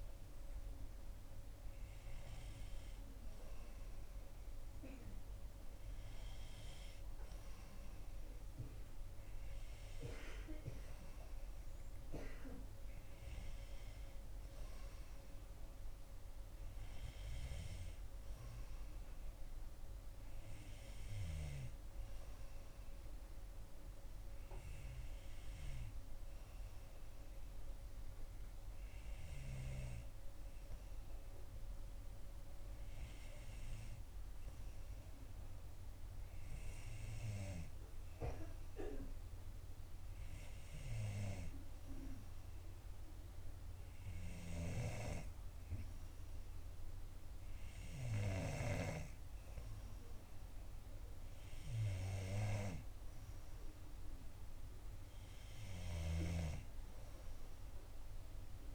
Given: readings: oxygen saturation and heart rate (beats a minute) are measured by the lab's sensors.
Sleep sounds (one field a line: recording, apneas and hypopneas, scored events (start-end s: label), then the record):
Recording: breathing in sleep by a room microphone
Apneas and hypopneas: none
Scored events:
none scored
From the record:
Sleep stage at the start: N2 (light sleep)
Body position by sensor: on the back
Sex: female